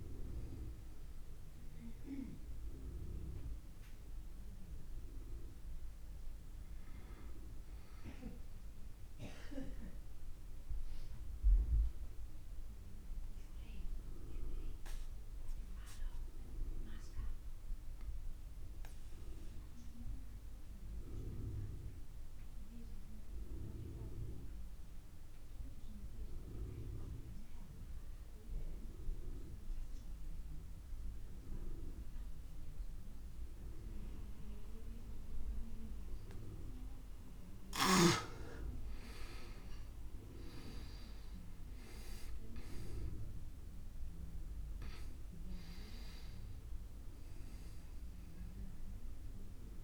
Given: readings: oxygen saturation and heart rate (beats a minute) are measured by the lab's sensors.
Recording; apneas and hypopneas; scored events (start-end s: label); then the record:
breathing in sleep by a room microphone; 1
0.00-23.00 s: oxygen desaturation (device-marked, oxygen 91% lowest)
9.00-37.00 s: obstructive apnea (oxygen 98% before, 89% lowest)
39.00-41.50 s: arousal
39.00-49.84 s: oxygen desaturation (device-marked, oxygen 99% before, 89% lowest)
From the record:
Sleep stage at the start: N2 (light sleep); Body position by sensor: on the back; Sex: male